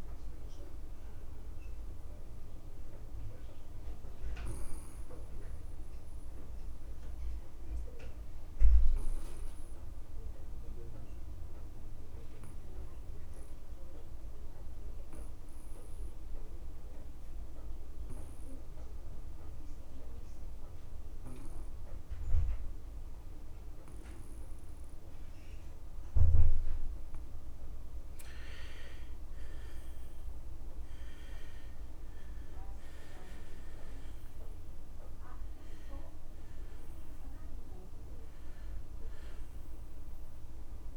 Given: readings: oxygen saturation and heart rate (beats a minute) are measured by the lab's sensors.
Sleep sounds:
breathing in sleep by a room microphone; 1
0.00-17.00 s: oxygen desaturation (device-marked, oxygen 85% lowest)
4.50-26.50 s: obstructive apnea (oxygen 99% before, 85% lowest)
30.00-40.97 s: oxygen desaturation (device-marked, oxygen 98% before, 85% lowest)
30.50-35.00 s: arousal
From the record:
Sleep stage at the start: N2 (light sleep); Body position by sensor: on the back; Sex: male

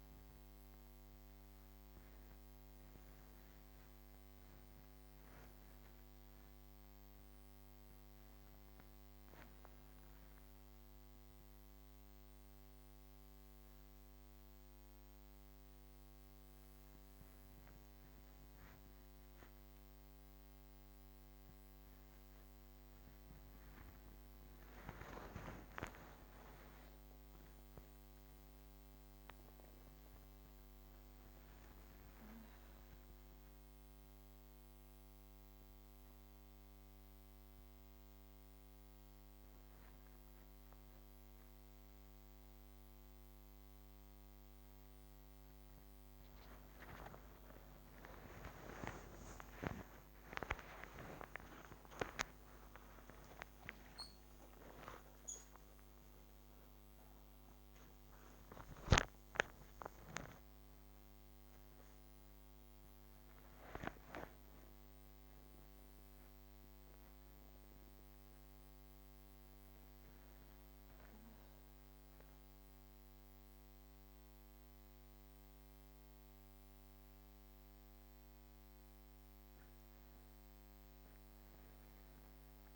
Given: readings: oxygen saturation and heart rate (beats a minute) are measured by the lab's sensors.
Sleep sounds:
a person awake in a sleep study, by a microphone on the trachea; none
none scored
From the record:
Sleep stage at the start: awake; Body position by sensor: on the back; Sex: female

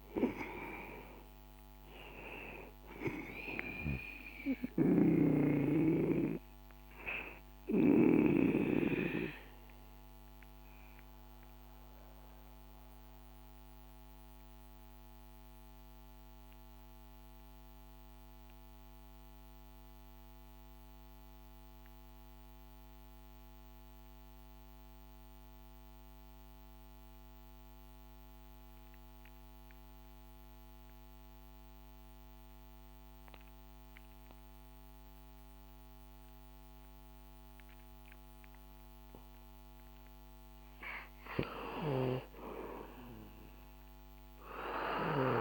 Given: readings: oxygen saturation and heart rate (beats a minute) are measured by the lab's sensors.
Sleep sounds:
breathing in sleep by a microphone on the trachea; 1
0.00-25.50 s: oxygen desaturation (device-marked, oxygen 88% lowest, heart rate 61 extreme)
8.00-40.00 s: mixed apnea (oxygen 98% before, 88% lowest, heart rate 67 before, 61 extreme, up 3 after)
43.00-45.41 s: arousal
43.50-45.41 s: oxygen desaturation (device-marked, oxygen 98% before, 90% lowest, heart rate 63 before, 61 extreme)
From the record:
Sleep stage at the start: N2 (light sleep); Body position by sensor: on the back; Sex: male

